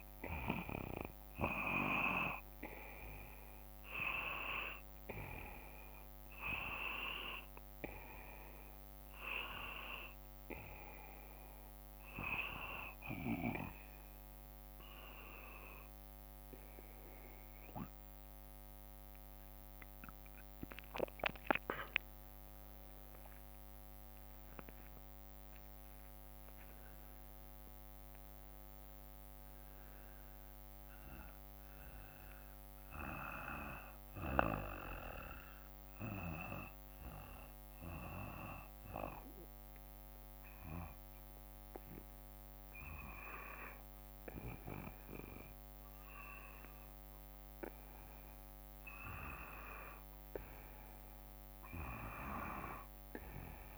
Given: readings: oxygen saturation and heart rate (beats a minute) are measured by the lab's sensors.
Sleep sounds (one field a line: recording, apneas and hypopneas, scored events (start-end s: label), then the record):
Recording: breathing in sleep by a microphone on the trachea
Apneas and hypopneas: 1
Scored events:
20.50-25.00 s: arousal
34.50-45.00 s: hypopnea (oxygen 95% before, 88% lowest, heart rate 57 before, 55 extreme, up 1 after)
47.00-51.00 s: arousal
From the record:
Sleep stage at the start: N2 (light sleep)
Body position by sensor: on the back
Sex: male